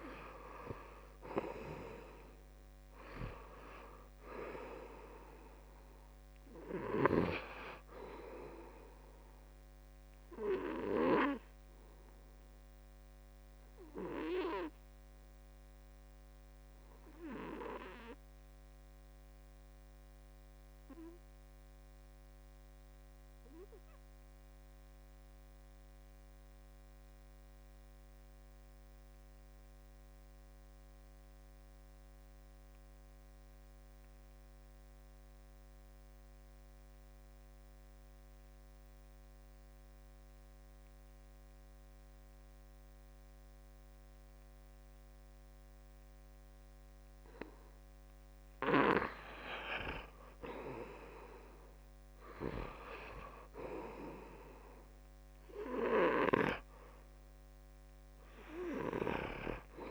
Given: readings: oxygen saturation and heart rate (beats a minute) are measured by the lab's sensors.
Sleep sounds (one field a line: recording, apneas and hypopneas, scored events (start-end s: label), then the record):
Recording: breathing in sleep by a microphone on the trachea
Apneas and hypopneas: 1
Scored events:
0.00-1.00 s: arousal
0.00-25.50 s: oxygen desaturation (device-marked, oxygen 77% lowest, heart rate 63 extreme)
13.50-47.50 s: obstructive apnea (oxygen 96% before, 77% lowest, heart rate 74 before, 63 extreme, up 6 after)
37.50-59.91 s: oxygen desaturation (device-marked, oxygen 97% before, 77% lowest, heart rate 67 before, 64 extreme)
51.00-53.50 s: arousal
From the record:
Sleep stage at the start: N2 (light sleep)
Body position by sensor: on the back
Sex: male